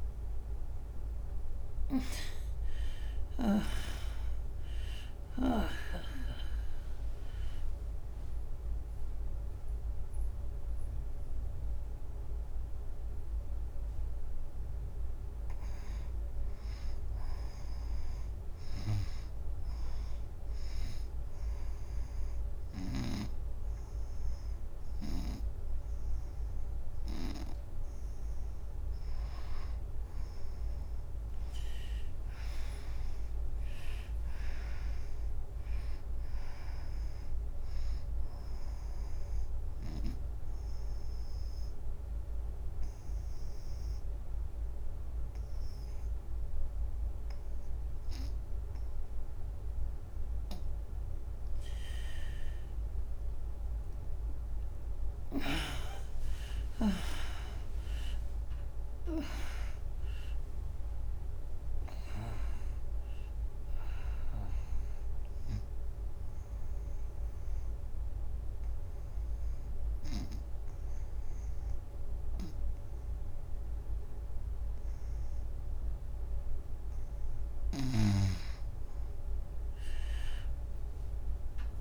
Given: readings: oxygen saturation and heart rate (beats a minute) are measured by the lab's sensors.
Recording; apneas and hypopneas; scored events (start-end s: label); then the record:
breathing in sleep by a room microphone; 4
0.00-1.50 s: arousal
5.50-15.50 s: central apnea (oxygen 94% before, 87% lowest, heart rate 91 before, 84 extreme)
8.00-13.00 s: oxygen desaturation (device-marked, oxygen 94% before, 87% lowest, heart rate 92 before, 84 extreme)
16.50-18.50 s: arousal
21.00-31.00 s: obstructive apnea (oxygen 97% before, 87% lowest, heart rate 92 before, 68 extreme, up 11 after)
24.00-29.00 s: oxygen desaturation (device-marked, oxygen 97% before, 93% lowest, heart rate 93 before, 72 extreme)
32.50-35.50 s: arousal
36.00-47.00 s: oxygen desaturation (device-marked, oxygen 94% before, 89% lowest, heart rate 86 before, 68 extreme)
38.00-49.00 s: obstructive apnea (oxygen 97% before, 87% lowest, heart rate 86 before, 68 extreme)
53.00-77.00 s: oxygen desaturation (device-marked, oxygen 95% before, 87% lowest, heart rate 88 before, 71 extreme)
53.50-57.50 s: arousal
63.00-77.00 s: obstructive apnea (oxygen 95% before, 87% lowest, heart rate 84 before, 71 extreme, up 16 after)
70.00-81.81 s: new sleep stage, N1 (lightest sleep)
79.00-81.81 s: oxygen desaturation (device-marked, oxygen 99% before, 88% lowest, heart rate 88 before, 74 extreme)
80.50-81.81 s: arousal
From the record:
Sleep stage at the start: N2 (light sleep); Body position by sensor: on the right side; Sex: female